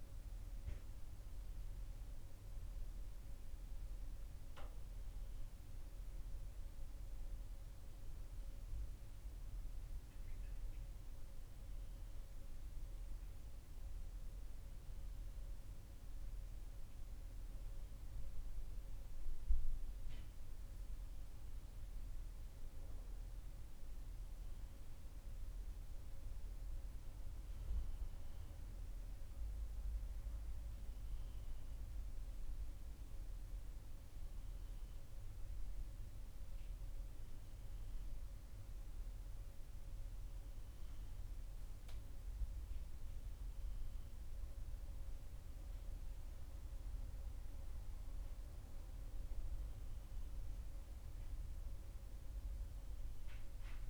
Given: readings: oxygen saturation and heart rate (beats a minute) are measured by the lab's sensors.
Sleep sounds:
breathing in sleep, hard to hear, by a room microphone; none
none scored
From the record:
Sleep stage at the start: N2 (light sleep); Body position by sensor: on the left side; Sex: male

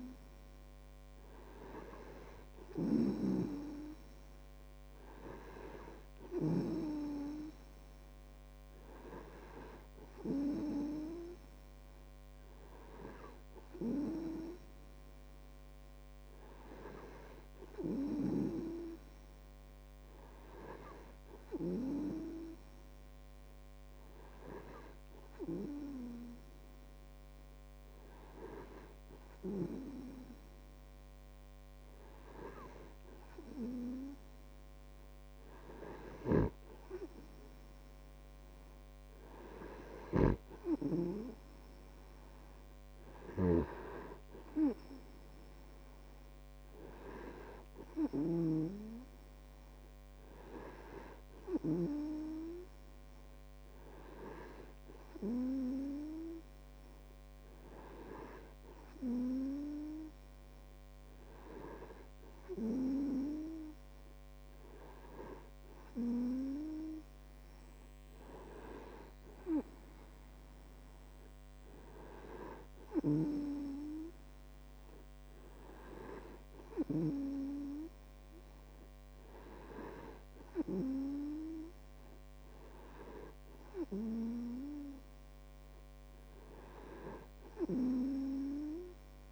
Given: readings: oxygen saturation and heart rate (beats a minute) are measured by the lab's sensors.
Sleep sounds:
breathing in sleep by a microphone on the trachea; none
3.50-7.50 s: snoring (device-marked)
36.50-49.00 s: snoring (device-marked)
From the record:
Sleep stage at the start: N2 (light sleep); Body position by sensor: on the right side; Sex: male

